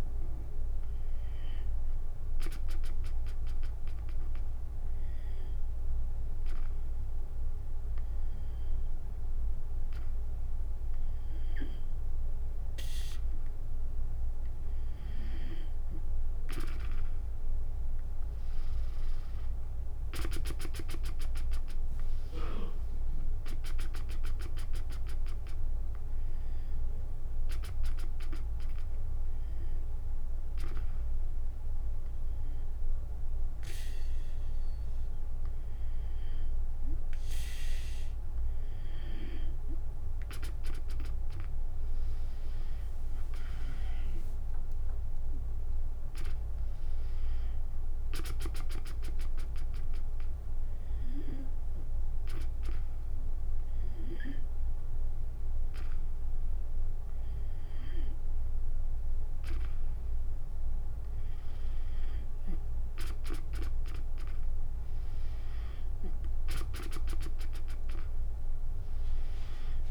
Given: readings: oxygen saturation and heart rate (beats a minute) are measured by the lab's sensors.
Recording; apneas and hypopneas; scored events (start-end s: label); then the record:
breathing in sleep by a room microphone; 3
0.00-7.00 s: drop in pulse transit time (device-marked, heart rate 63 extreme)
0.00-14.00 s: oxygen desaturation (device-marked, oxygen 92% lowest, heart rate 60 extreme)
5.00-15.00 s: hypopnea (oxygen 97% before, 92% lowest, heart rate 77 before, 63 extreme, up 29 after)
20.50-24.00 s: arousal
21.00-31.00 s: drop in pulse transit time (device-marked, heart rate 69 before, 76 extreme)
30.00-40.00 s: hypopnea (oxygen 98% before, 93% lowest, heart rate 76 before, 66 extreme, up 42 after)
42.00-46.00 s: tachycardia (device-marked, heart rate 75 before, 102 extreme)
43.00-53.00 s: drop in pulse transit time (device-marked, heart rate 78 before, 66 extreme)
43.50-47.00 s: arousal
45.00-60.00 s: oxygen desaturation (device-marked, oxygen 97% before, 93% lowest, heart rate 77 before, 66 extreme)
51.00-62.00 s: hypopnea (oxygen 97% before, 93% lowest, heart rate 84 before, 67 extreme, up 25 after)
63.00-66.00 s: tachycardia (device-marked, heart rate 76 before, 95 extreme)
65.50-68.50 s: arousal
From the record:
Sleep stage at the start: N2 (light sleep); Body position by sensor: on the back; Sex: female